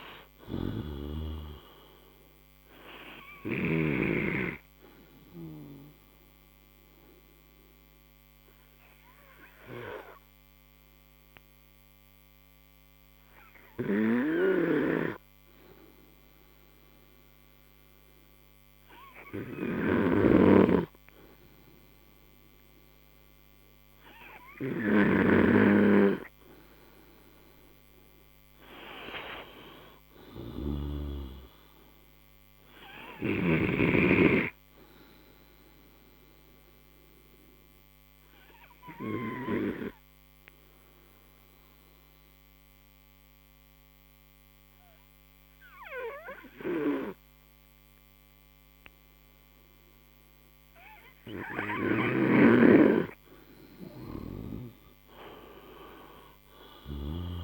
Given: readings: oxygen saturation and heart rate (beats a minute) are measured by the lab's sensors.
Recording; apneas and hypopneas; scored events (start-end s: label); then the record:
breathing in sleep by a microphone on the trachea; 2
0.00-1.00 s: arousal
6.00-25.00 s: obstructive apnea (oxygen 97% before, 91% lowest, heart rate 60 before, 55 extreme, up 24 after)
7.00-21.00 s: oxygen desaturation (device-marked, oxygen 98% before, 92% lowest, heart rate 60 before, 55 extreme)
27.00-43.00 s: oxygen desaturation (device-marked, oxygen 99% before, 93% lowest, heart rate 60 before, 57 extreme)
28.00-31.00 s: arousal
37.00-53.00 s: obstructive apnea (oxygen 99% before, 91% lowest, heart rate 65 before, 55 extreme, up 25 after)
56.00-57.44 s: arousal
From the record:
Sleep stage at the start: N2 (light sleep); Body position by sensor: on the right side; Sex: male